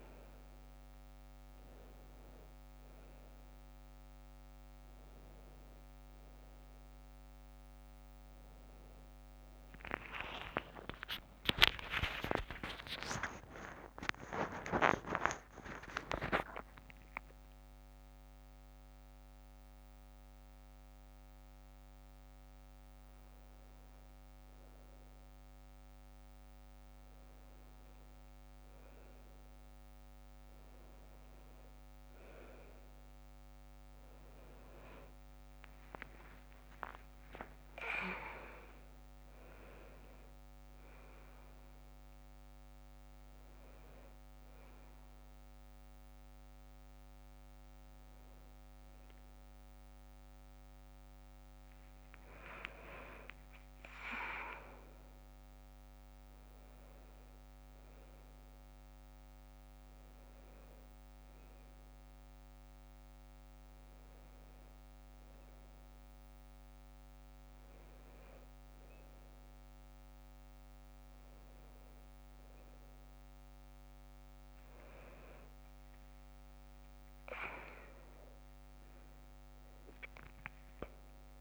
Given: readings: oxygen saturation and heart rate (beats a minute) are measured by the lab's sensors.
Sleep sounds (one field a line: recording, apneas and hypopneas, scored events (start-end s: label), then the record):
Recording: a person awake in a sleep study, by a microphone on the trachea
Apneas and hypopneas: none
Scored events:
0.00-10.00 s: oxygen desaturation (device-marked, oxygen 97% before, 92% lowest, heart rate 55 before, 51 extreme)
From the record:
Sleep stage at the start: awake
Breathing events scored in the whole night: 174 in 4.2 hours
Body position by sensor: on the back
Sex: female